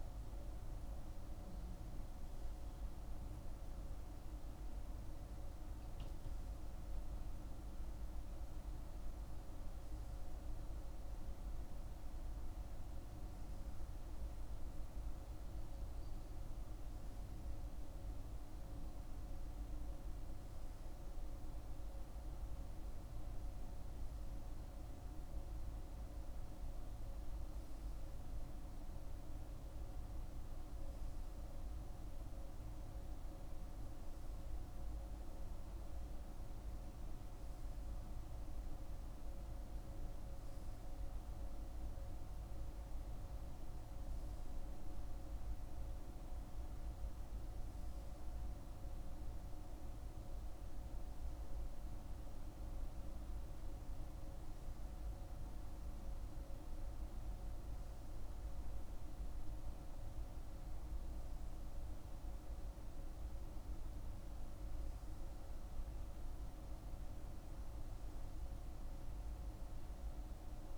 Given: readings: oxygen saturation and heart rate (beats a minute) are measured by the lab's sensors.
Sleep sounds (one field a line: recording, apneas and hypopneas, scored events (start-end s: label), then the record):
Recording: breathing in sleep, hard to hear, by a room microphone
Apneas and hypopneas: none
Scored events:
none scored
From the record:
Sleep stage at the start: N2 (light sleep)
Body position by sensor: on the right side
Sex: male